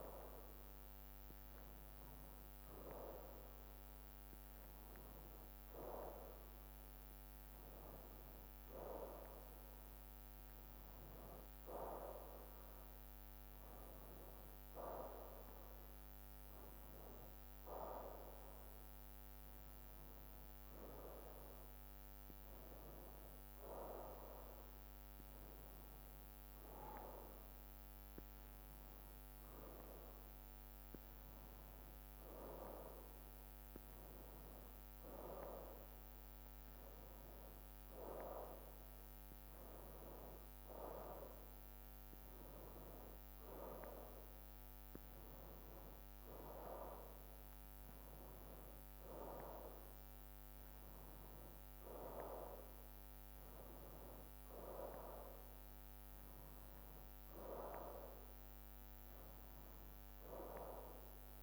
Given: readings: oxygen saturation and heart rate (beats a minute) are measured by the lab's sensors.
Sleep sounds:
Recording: a person awake in a sleep study, by a microphone on the trachea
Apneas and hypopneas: none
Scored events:
none scored
From the record:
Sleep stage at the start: awake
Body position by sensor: on the right side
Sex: male

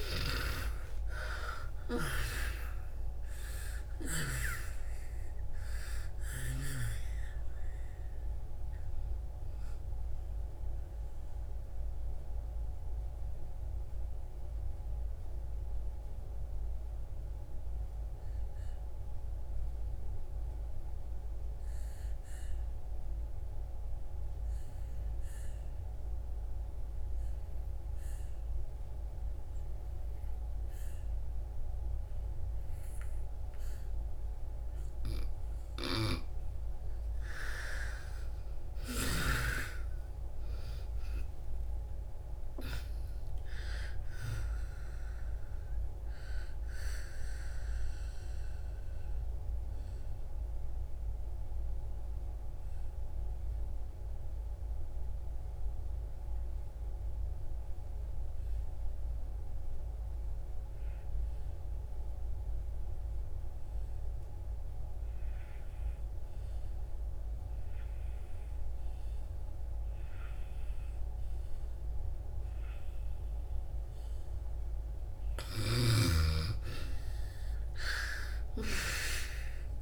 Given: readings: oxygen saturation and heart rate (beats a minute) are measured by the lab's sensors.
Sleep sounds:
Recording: breathing in sleep by a room microphone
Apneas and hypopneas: 2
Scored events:
0.00-3.00 s: arousal
0.00-4.00 s: snoring (device-marked)
0.00-25.50 s: oxygen desaturation (device-marked, oxygen 78% lowest)
9.50-35.50 s: mixed apnea (oxygen 98% before, 78% lowest)
30.50-64.50 s: oxygen desaturation (device-marked, oxygen 99% before, 81% lowest)
37.50-42.00 s: arousal
47.00-75.50 s: obstructive apnea (oxygen 99% before, 78% lowest)
70.50-79.82 s: oxygen desaturation (device-marked, oxygen 98% before, 79% lowest)
75.00-79.82 s: snoring (device-marked)
77.50-79.82 s: arousal
From the record:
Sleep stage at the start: N2 (light sleep)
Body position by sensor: on the back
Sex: female

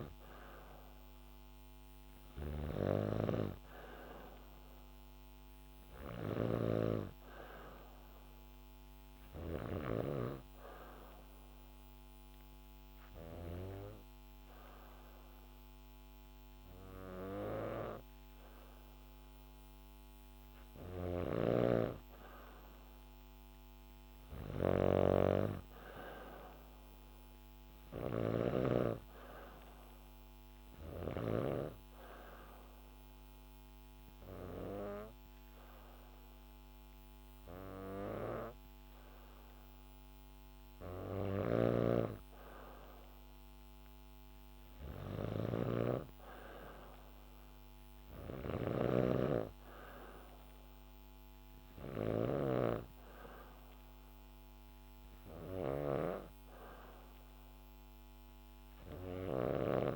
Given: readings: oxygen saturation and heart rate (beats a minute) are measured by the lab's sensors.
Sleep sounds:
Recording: breathing in sleep by a microphone on the trachea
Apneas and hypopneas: 2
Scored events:
0.00-1.00 s: arousal
0.00-9.50 s: snoring (device-marked)
10.50-21.00 s: obstructive apnea (oxygen 98% before, 93% lowest, heart rate 69 before, 67 extreme, up 1 after)
20.50-31.00 s: snoring (device-marked)
24.50-28.00 s: arousal
31.50-41.50 s: obstructive apnea (oxygen 96% before, 93% lowest, heart rate 69 before, 67 extreme, up 3 after)
41.00-59.96 s: snoring (device-marked)
44.00-47.50 s: arousal
50.00-59.96 s: oxygen desaturation (device-marked, oxygen 96% before, 93% lowest, heart rate 69 before, 68 extreme)
From the record:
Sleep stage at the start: N2 (light sleep)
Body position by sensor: on the back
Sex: female

